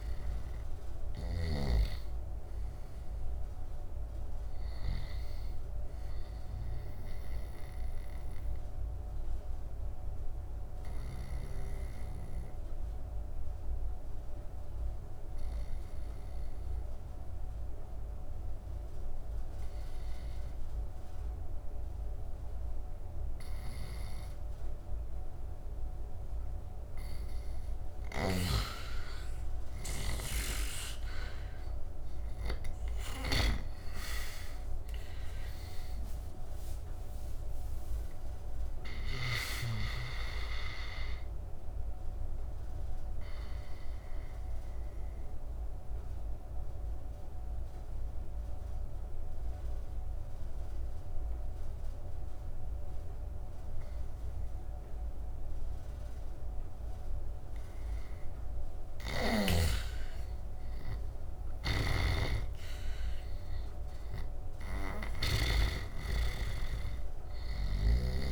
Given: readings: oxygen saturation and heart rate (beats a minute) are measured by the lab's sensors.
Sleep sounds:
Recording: breathing in sleep by a room microphone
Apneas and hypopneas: 2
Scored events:
7.00-27.50 s: obstructive apnea (oxygen 98% before, 87% lowest, heart rate 80 before, 68 extreme, up 9 after)
25.50-56.50 s: oxygen desaturation (device-marked, oxygen 98% before, 87% lowest, heart rate 78 before, 68 extreme)
27.50-32.00 s: snoring (device-marked)
29.50-33.00 s: arousal
43.00-58.00 s: obstructive apnea (oxygen 98% before, 86% lowest, heart rate 80 before, 68 extreme, up 11 after)
58.50-68.32 s: oxygen desaturation (device-marked, oxygen 99% before, 87% lowest, heart rate 75 before, 74 extreme)
60.50-64.00 s: arousal
61.00-65.00 s: snoring (device-marked)
From the record:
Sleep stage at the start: N2 (light sleep)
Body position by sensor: on the right side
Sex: male

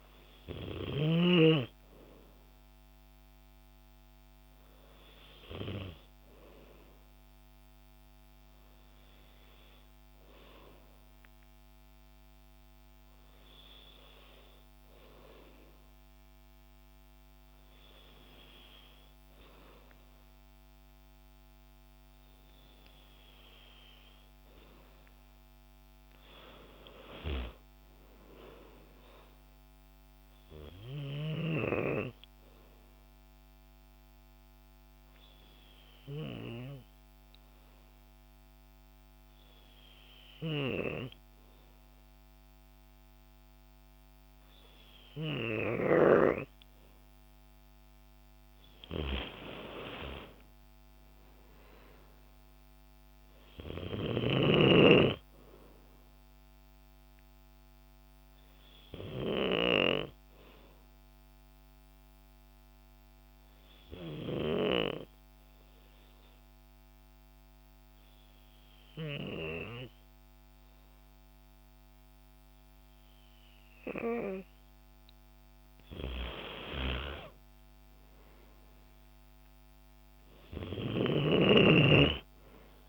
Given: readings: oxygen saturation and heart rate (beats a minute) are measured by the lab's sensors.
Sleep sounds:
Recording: breathing in sleep by a microphone on the trachea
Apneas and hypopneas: 2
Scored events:
26.00-29.00 s: arousal
30.50-46.00 s: hypopnea (oxygen 96% before, 93% lowest, heart rate 71 before, 52 extreme, up 7 after)
49.00-52.50 s: arousal
60.00-75.00 s: hypopnea (oxygen 95% before, 93% lowest, heart rate 106 before, 68 extreme)
76.00-79.50 s: arousal
From the record:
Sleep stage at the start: N2 (light sleep)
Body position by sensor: on the back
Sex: female

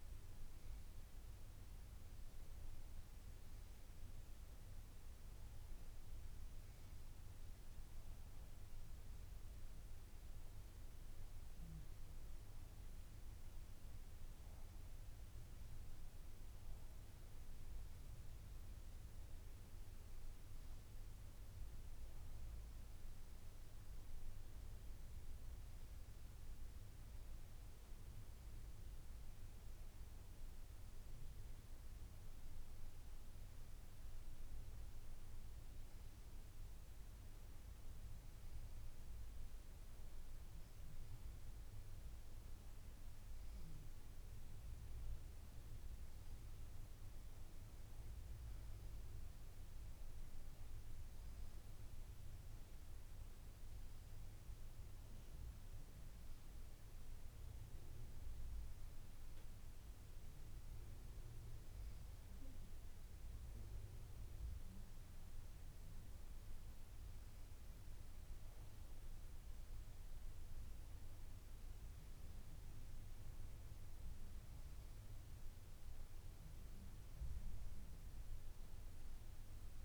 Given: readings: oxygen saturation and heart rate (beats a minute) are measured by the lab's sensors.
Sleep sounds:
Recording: breathing in sleep, hard to hear, by a room microphone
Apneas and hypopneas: none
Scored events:
none scored
From the record:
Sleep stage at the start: N2 (light sleep)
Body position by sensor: on the back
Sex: female

